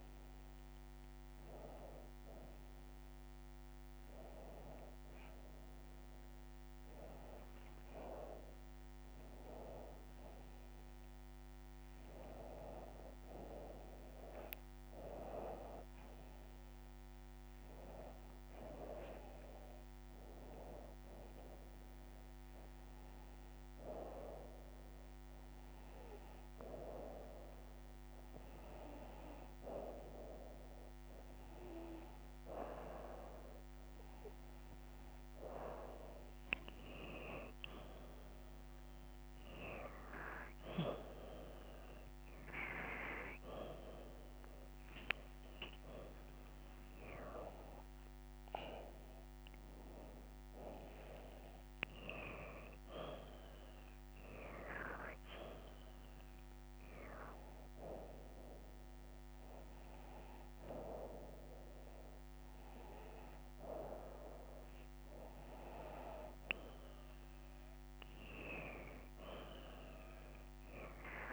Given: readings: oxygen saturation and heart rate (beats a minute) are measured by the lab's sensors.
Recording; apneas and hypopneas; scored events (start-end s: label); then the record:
breathing in sleep by a microphone on the trachea; none
34.50-44.50 s: oxygen desaturation (device-marked, oxygen 91% before, 88% lowest, heart rate 90 before, 91 extreme)
47.00-51.00 s: arousal
From the record:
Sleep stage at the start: N2 (light sleep); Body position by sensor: upright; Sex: female